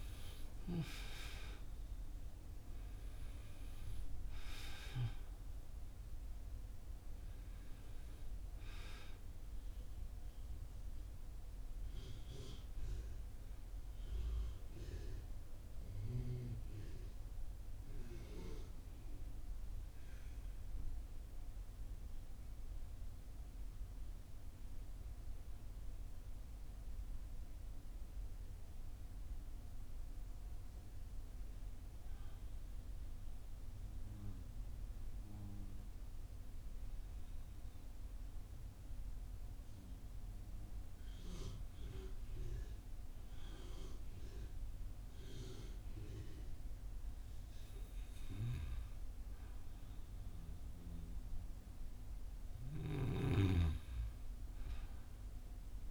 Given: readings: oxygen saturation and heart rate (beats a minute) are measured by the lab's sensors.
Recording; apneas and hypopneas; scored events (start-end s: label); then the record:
breathing in sleep by a room microphone; 1
0.00-1.00 s: arousal
3.00-33.00 s: oxygen desaturation (device-marked, oxygen 96% before, 90% lowest, heart rate 56 before, 40 extreme)
25.50-29.00 s: arousal
32.00-42.50 s: mixed apnea (oxygen 94% before, 90% lowest, heart rate 50 before, 51 extreme, up 5 after)
46.00-50.00 s: arousal
From the record:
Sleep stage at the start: N2 (light sleep); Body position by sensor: on the back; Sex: male